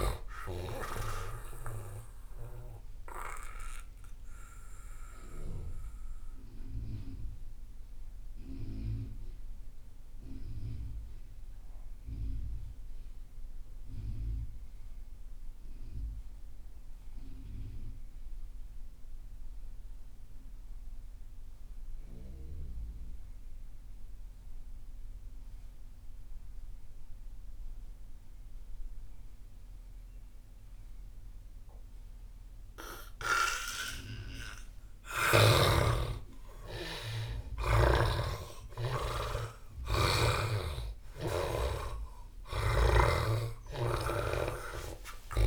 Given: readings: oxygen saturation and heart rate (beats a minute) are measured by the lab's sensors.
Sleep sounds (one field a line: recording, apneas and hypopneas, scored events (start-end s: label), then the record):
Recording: breathing in sleep by a room microphone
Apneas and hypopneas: 1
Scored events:
0.00-14.50 s: oxygen desaturation (device-marked, oxygen 84% lowest)
6.50-35.00 s: mixed apnea (oxygen 98% before, 83% lowest)
28.50-45.47 s: oxygen desaturation (device-marked, oxygen 98% before, 83% lowest)
35.50-40.50 s: arousal
From the record:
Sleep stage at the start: N2 (light sleep)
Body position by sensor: on the back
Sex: male